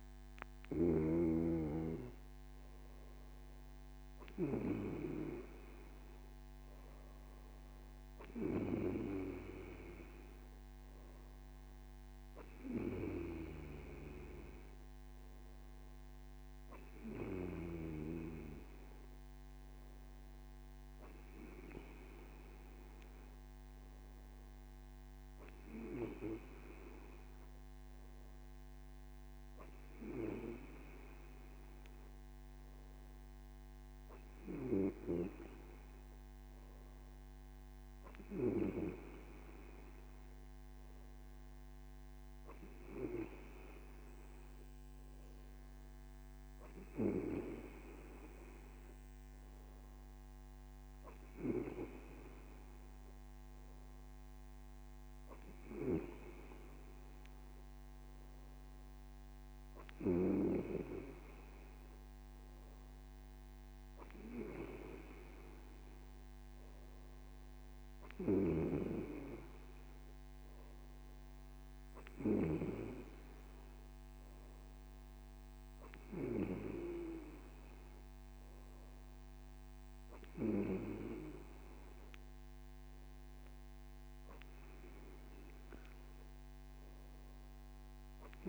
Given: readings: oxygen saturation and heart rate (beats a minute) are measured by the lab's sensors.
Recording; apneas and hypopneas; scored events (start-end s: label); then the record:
breathing in sleep by a microphone on the trachea; none
none scored
From the record:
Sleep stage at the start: N2 (light sleep); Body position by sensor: on the right side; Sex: male